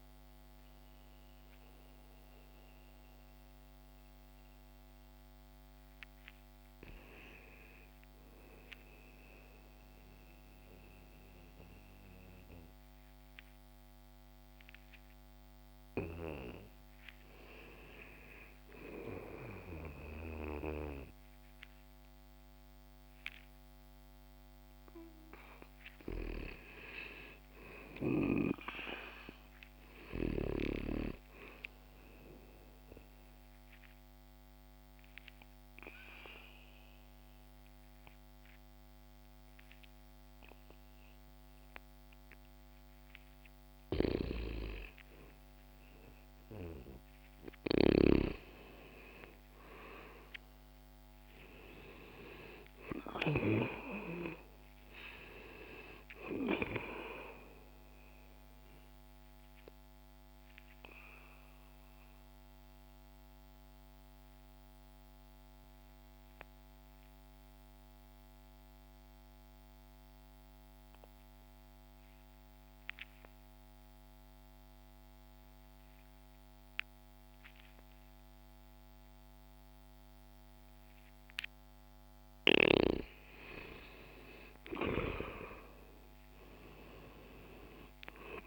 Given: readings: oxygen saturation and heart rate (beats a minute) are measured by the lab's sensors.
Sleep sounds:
a person partly awake in a sleep study, by a microphone on the trachea; 2
1.50-88.47 s: new sleep stage, N2 (light sleep)
19.50-47.50 s: oxygen desaturation (device-marked, oxygen 98% before, 91% lowest, heart rate 66 before, 62 extreme)
32.50-44.50 s: obstructive apnea (oxygen 98% before, 89% lowest, heart rate 66 before, 63 extreme, up 3 after)
50.00-54.00 s: arousal
59.00-81.00 s: obstructive apnea (oxygen 94% before, 89% lowest, heart rate 65 before, 61 extreme, up 3 after)
68.50-79.50 s: oxygen desaturation (device-marked, oxygen 92% before, 89% lowest, heart rate 65 before, 61 extreme)
86.00-88.47 s: arousal
86.50-88.47 s: oxygen desaturation (device-marked, oxygen 96% before, 90% lowest, heart rate 62 before, 62 extreme)
From the record:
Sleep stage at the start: awake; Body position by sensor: on the back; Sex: male

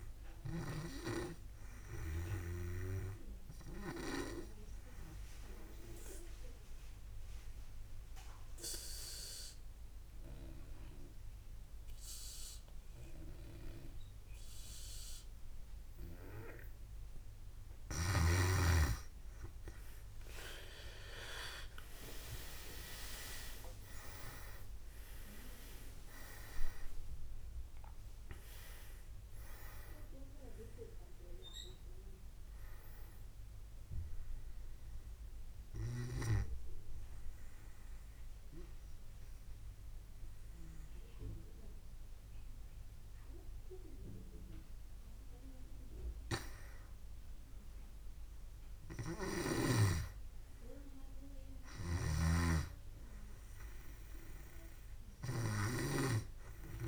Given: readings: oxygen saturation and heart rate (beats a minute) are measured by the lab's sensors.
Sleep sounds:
breathing in sleep by a room microphone; 2
0.00-17.00 s: oxygen desaturation (device-marked, oxygen 92% lowest, heart rate 62 extreme)
3.50-17.00 s: obstructive apnea (oxygen 98% before, 92% lowest, heart rate 69 before, 62 extreme, up 32 after)
21.50-27.50 s: arousal
29.00-34.00 s: oxygen desaturation (device-marked, oxygen 99% before, 93% lowest, heart rate 80 before, 62 extreme)
35.50-46.50 s: obstructive apnea (oxygen 100% before, 92% lowest, heart rate 85 before, 62 extreme, up 4 after)
52.00-56.50 s: snoring (device-marked)
53.00-56.88 s: arousal
From the record:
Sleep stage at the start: N2 (light sleep); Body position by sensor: on the back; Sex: male

